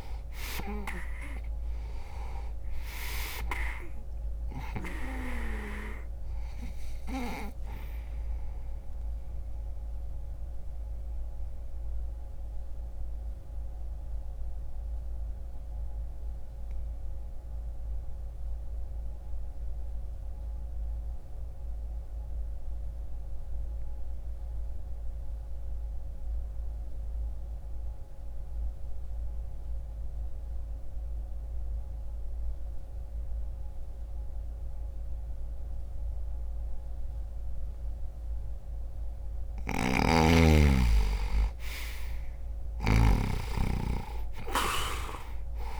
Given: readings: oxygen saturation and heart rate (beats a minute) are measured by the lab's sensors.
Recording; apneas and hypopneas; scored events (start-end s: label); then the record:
breathing in sleep by a room microphone; 1
8.00-38.00 s: obstructive apnea (oxygen 98% before, 86% lowest)
17.50-33.50 s: oxygen desaturation (device-marked, oxygen 95% before, 87% lowest)
39.00-42.50 s: snoring (device-marked)
40.50-45.00 s: arousal
From the record:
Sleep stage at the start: N2 (light sleep); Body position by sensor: on the back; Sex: male